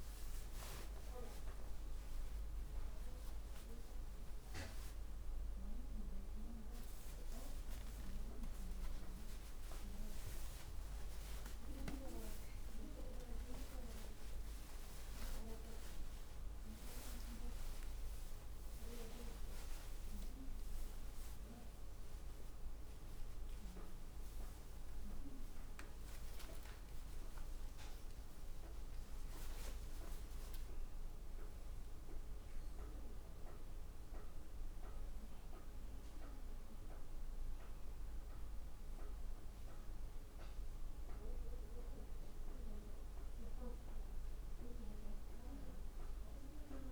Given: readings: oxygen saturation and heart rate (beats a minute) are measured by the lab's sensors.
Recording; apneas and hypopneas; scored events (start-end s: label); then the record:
a person awake in a sleep study, by a room microphone; none
none scored
From the record:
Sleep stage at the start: awake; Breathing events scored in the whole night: 119 in 5.0 hours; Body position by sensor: on the back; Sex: female